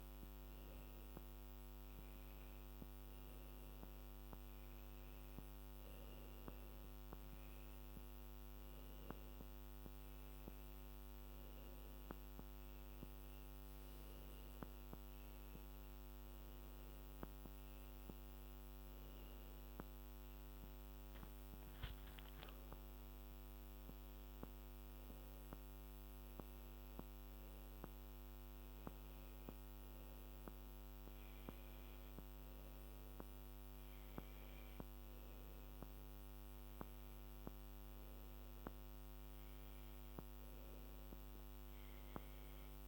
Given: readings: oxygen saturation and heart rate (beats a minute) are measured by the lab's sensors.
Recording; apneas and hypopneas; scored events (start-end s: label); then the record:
breathing in sleep, hard to hear, by a microphone on the trachea; none
none scored
From the record:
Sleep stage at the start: N2 (light sleep); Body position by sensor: on the back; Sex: female